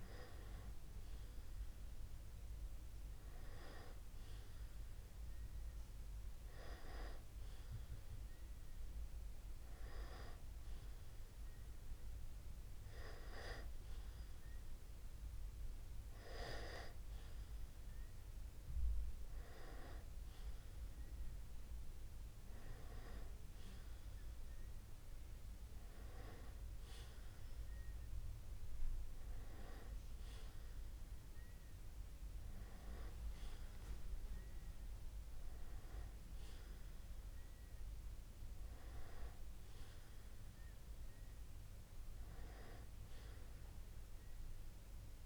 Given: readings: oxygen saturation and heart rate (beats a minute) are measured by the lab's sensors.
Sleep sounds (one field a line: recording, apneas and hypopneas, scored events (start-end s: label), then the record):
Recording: breathing in sleep by a room microphone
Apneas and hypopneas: none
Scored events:
none scored
From the record:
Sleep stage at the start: N2 (light sleep)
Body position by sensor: on the back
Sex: male